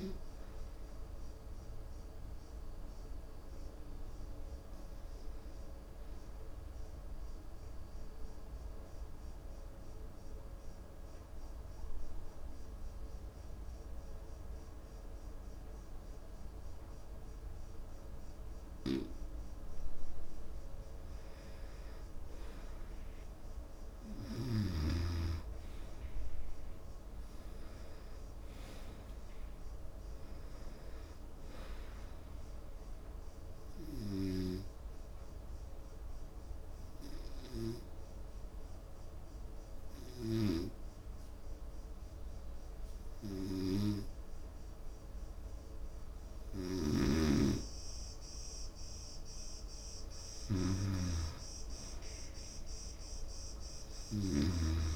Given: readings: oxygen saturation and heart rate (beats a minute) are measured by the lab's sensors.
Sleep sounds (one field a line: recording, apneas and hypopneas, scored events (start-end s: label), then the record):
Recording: breathing in sleep by a room microphone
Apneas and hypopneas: 2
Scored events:
7.50-21.00 s: obstructive apnea (oxygen 95% before, 88% lowest, heart rate 70 before, 70 extreme, up 4 after)
20.50-30.50 s: oxygen desaturation (device-marked, oxygen 96% before, 91% lowest, heart rate 70 before, 71 extreme)
23.50-27.50 s: arousal
34.50-48.50 s: obstructive apnea (oxygen 96% before, 88% lowest, heart rate 72 before, 71 extreme)
39.50-54.96 s: oxygen desaturation (device-marked, oxygen 96% before, 88% lowest, heart rate 73 before, 71 extreme)
50.50-54.50 s: arousal
From the record:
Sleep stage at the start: N2 (light sleep)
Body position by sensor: on the right side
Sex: male